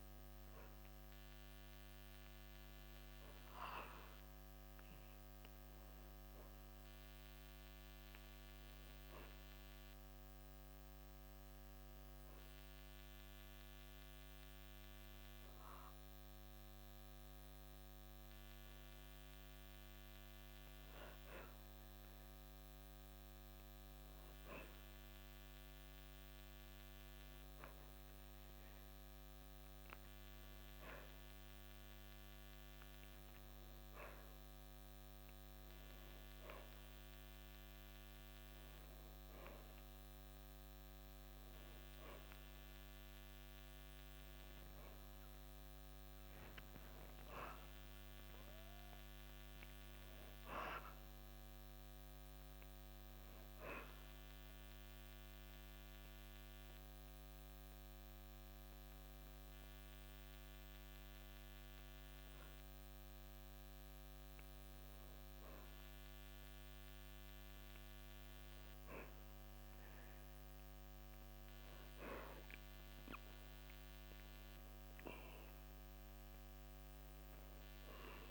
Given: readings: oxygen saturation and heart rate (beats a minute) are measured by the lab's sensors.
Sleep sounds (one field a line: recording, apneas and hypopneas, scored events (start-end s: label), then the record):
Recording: breathing in sleep, hard to hear, by a microphone on the trachea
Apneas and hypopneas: 2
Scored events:
10.00-23.00 s: hypopnea (oxygen 94% before, 91% lowest, heart rate 61 before, 46 extreme, up 24 after)
24.00-27.50 s: arousal
32.50-45.50 s: oxygen desaturation (device-marked, oxygen 94% before, 91% lowest, heart rate 55 before, 55 extreme)
50.00-53.50 s: arousal
55.50-66.00 s: hypopnea (oxygen 94% before, 93% lowest, heart rate 90 before, 55 extreme, up 13 after)
From the record:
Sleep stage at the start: N2 (light sleep)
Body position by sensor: on the back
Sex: male